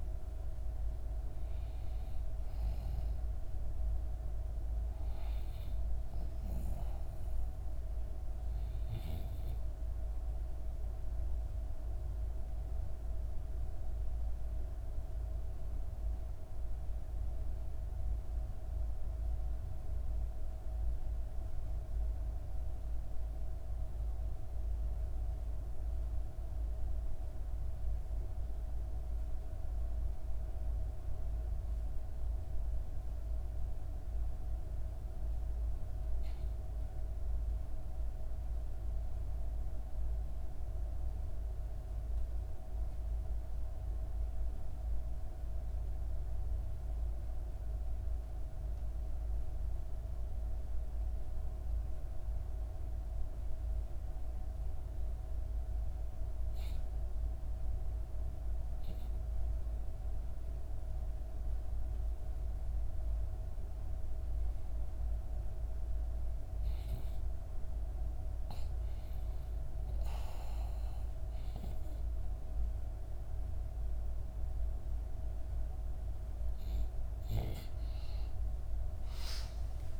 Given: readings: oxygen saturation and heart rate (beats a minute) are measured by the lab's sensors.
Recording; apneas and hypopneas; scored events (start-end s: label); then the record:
breathing in sleep, hard to hear, by a room microphone; 1
0.00-11.50 s: oxygen desaturation (device-marked, oxygen 91% lowest, heart rate 64 extreme)
10.00-66.50 s: obstructive apnea (oxygen 97% before, 87% lowest, heart rate 70 before, 64 extreme, up 3 after)
32.50-80.00 s: oxygen desaturation (device-marked, oxygen 98% before, 87% lowest, heart rate 65 before, 65 extreme)
From the record:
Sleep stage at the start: REM sleep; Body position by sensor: on the back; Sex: female